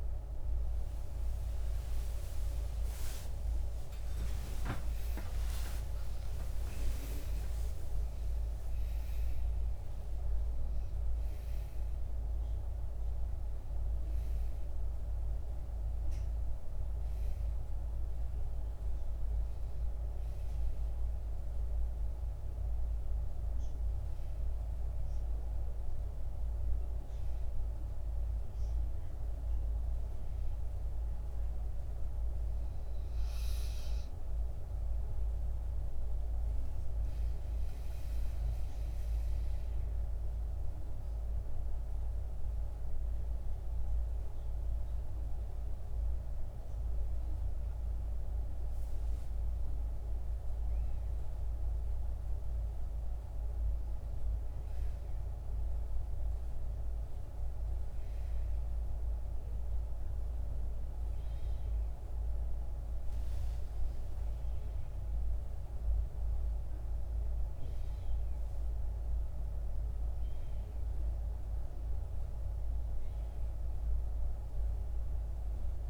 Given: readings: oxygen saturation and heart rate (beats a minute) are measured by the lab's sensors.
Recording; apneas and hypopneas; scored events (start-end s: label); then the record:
breathing in sleep, hard to hear, by a room microphone; 1
4.50-10.00 s: arousal
33.00-37.50 s: arousal
39.50-49.50 s: central apnea (oxygen 97% before, 95% lowest, heart rate 73 before, 70 extreme, up 7 after)
59.50-64.00 s: arousal
From the record:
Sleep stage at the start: N1 (lightest sleep); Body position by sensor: on the back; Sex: female